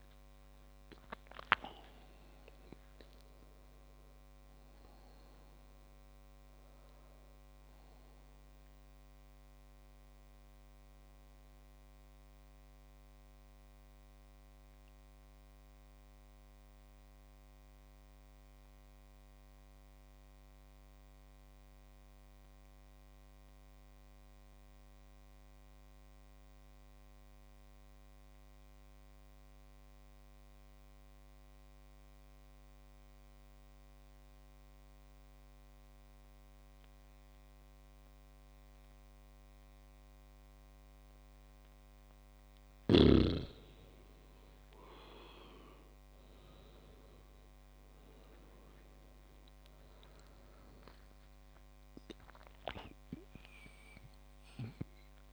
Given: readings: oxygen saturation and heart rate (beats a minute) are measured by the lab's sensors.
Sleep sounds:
breathing in sleep by a microphone on the trachea; 1
0.00-8.50 s: oxygen desaturation (device-marked, oxygen 95% lowest)
12.00-42.00 s: mixed apnea (oxygen 98% before, 95% lowest, heart rate 50 before, 57 extreme, up 3 after)
47.00-51.50 s: arousal
48.50-55.33 s: oxygen desaturation (device-marked, oxygen 99% before, 95% lowest, heart rate 64 before, 56 extreme)
From the record:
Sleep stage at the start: N2 (light sleep); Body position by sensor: on the back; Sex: male

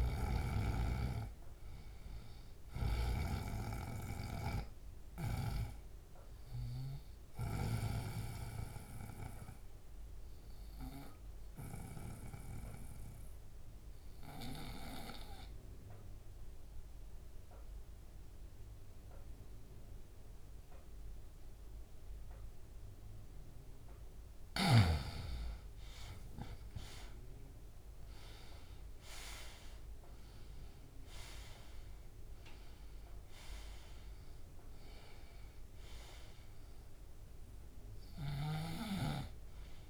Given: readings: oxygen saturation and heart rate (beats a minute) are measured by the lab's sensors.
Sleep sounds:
breathing in sleep by a room microphone; 1
0.00-3.00 s: snoring (device-marked)
7.50-24.00 s: obstructive apnea (oxygen 98% before, 88% lowest, heart rate 72 before, 67 extreme, up 7 after)
27.00-30.00 s: arousal
29.00-39.90 s: oxygen desaturation (device-marked, oxygen 98% before, 88% lowest, heart rate 70 before, 68 extreme)
38.00-39.90 s: snoring (device-marked)
From the record:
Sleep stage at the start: N2 (light sleep); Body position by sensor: on the right side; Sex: male

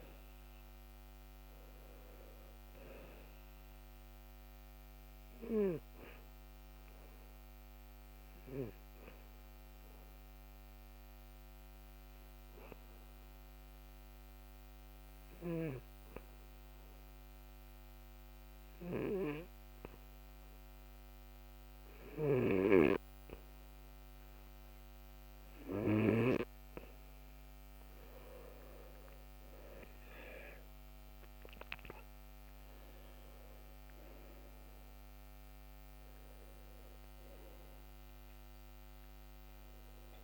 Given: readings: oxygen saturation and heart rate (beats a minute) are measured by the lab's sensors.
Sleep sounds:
breathing in sleep by a microphone on the trachea; 1
4.50-26.50 s: obstructive apnea
13.50-30.50 s: oxygen desaturation (device-marked, oxygen 96% before, 92% lowest)
22.50-26.50 s: snoring (device-marked)
29.00-36.00 s: arousal
From the record:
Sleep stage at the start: N2 (light sleep); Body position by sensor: on the back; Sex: male

